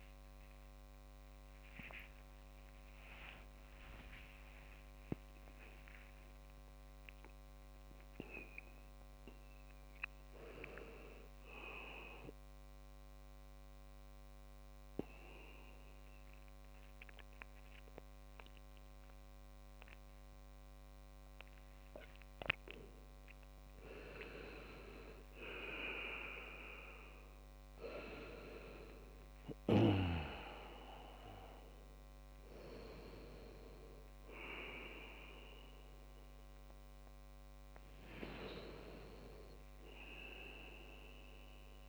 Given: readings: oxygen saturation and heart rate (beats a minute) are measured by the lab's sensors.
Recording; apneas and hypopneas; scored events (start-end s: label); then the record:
a person awake in a sleep study, by a microphone on the trachea; none
25.50-41.89 s: new sleep stage, N1 (lightest sleep)
From the record:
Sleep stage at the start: awake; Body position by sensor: on the back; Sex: male